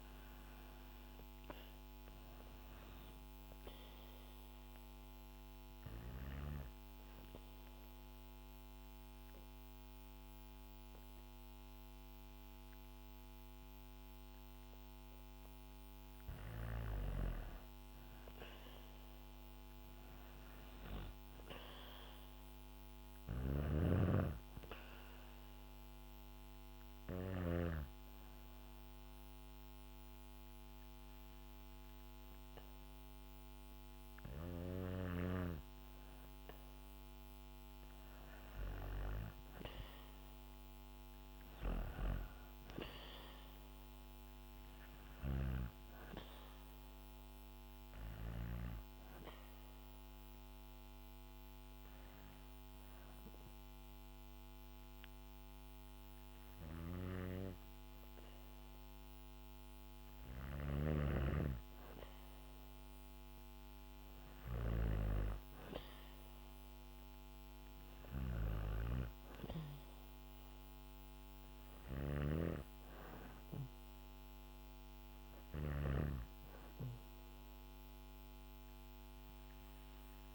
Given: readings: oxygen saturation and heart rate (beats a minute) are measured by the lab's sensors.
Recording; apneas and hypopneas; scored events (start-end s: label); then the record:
breathing in sleep by a microphone on the trachea; 3
4.00-15.00 s: hypopnea (oxygen 96% before, 93% lowest, heart rate 73 before, 66 extreme, up 1 after)
16.50-20.50 s: arousal
22.50-27.00 s: snoring (device-marked)
26.50-37.00 s: hypopnea (oxygen 96% before, 93% lowest, heart rate 71 before, 66 extreme, up 3 after)
40.50-44.50 s: arousal
48.50-60.00 s: hypopnea (oxygen 96% before, 93% lowest, heart rate 68 before, 67 extreme, up 2 after)
59.50-64.00 s: snoring (device-marked)
65.00-67.50 s: arousal
From the record:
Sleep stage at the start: N2 (light sleep); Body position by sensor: on the back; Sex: female